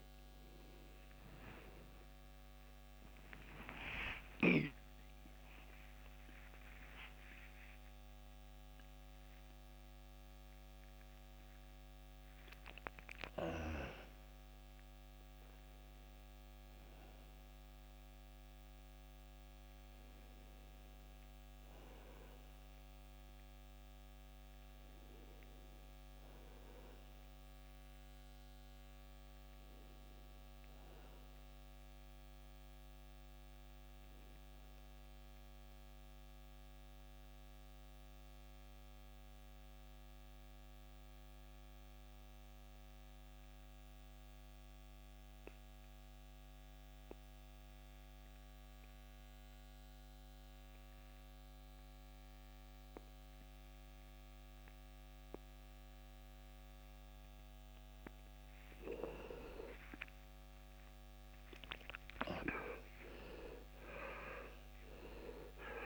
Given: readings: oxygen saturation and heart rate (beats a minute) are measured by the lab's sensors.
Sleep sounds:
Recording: a person partly awake in a sleep study, by a microphone on the trachea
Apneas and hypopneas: 1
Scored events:
0.00-11.50 s: oxygen desaturation (device-marked, oxygen 84% lowest, heart rate 54 extreme)
13.50-29.50 s: oxygen desaturation (device-marked, oxygen 86% before, 78% lowest, heart rate 89 before, 67 extreme)
27.50-65.86 s: new sleep stage, N1 (lightest sleep)
36.00-57.00 s: obstructive apnea (oxygen 98% before, 81% lowest, heart rate 81 before, 58 extreme)
56.50-65.86 s: oxygen desaturation (device-marked, oxygen 96% before, 81% lowest, heart rate 72 before, 61 extreme)
58.00-63.50 s: arousal
From the record:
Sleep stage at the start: awake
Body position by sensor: on the back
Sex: male

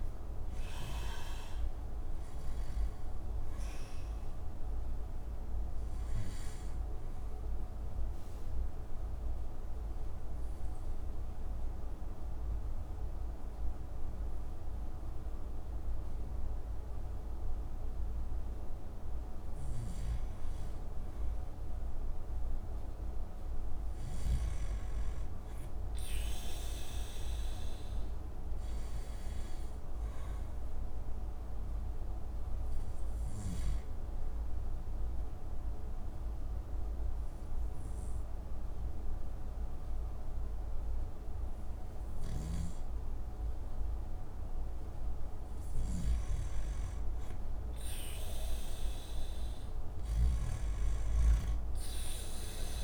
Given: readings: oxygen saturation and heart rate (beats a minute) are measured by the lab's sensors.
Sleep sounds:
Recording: breathing in sleep, hard to hear, by a room microphone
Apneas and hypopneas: 2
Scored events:
5.50-18.50 s: obstructive apnea (oxygen 95% before, 88% lowest)
8.00-26.00 s: oxygen desaturation (device-marked, oxygen 95% before, 88% lowest)
21.00-24.00 s: arousal
32.00-45.00 s: oxygen desaturation (device-marked, oxygen 97% before, 92% lowest)
35.00-45.50 s: obstructive apnea (oxygen 97% before, 91% lowest)
47.00-50.50 s: arousal
From the record:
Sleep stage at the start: N2 (light sleep)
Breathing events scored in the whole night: 562 in 5.9 hours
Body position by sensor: on the back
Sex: male

